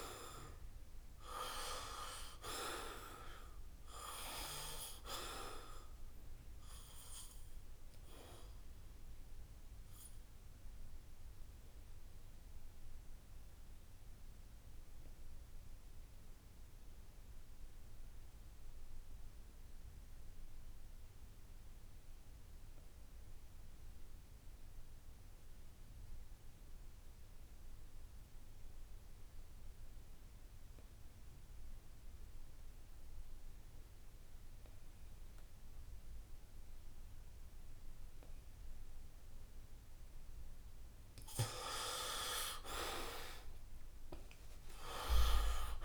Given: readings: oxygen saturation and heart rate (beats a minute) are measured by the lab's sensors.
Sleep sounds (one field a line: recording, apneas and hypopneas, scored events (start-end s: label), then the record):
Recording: breathing in sleep by a room microphone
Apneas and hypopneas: 1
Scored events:
0.00-26.00 s: oxygen desaturation (device-marked, oxygen 77% lowest, heart rate 66 extreme)
9.50-39.50 s: obstructive apnea (oxygen 96% before, 77% lowest, heart rate 74 before, 66 extreme, up 13 after)
31.00-45.85 s: oxygen desaturation (device-marked, oxygen 97% before, 79% lowest, heart rate 68 before, 66 extreme)
35.00-37.00 s: long interval between heartbeats (device-marked, heart rate 67 before, 71 extreme)
37.50-39.50 s: long interval between heartbeats (device-marked, heart rate 68 before, 74 extreme)
40.00-42.00 s: long interval between heartbeats (device-marked, heart rate 69 before, 73 extreme)
43.00-45.85 s: arousal
From the record:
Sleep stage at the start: N2 (light sleep)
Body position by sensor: on the back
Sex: male